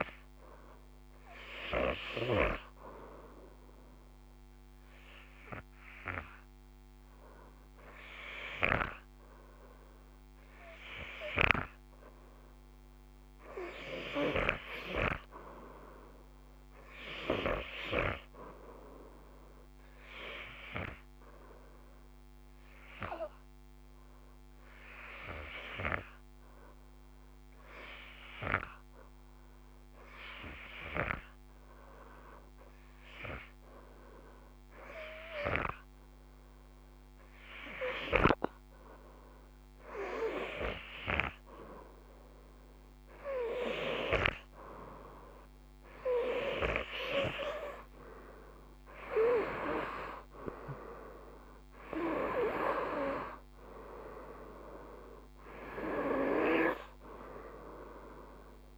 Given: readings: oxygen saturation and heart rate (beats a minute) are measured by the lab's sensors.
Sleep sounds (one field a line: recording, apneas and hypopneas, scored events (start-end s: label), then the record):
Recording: breathing in sleep by a microphone on the trachea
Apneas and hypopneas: 1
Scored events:
0.00-1.50 s: snoring (device-marked)
0.00-10.50 s: oxygen desaturation (device-marked, oxygen 91% lowest, heart rate 50 extreme)
21.00-39.00 s: hypopnea (oxygen 95% before, 91% lowest, heart rate 52 before, 51 extreme, up 2 after)
42.00-46.00 s: arousal
From the record:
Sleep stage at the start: REM sleep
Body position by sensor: on the front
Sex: male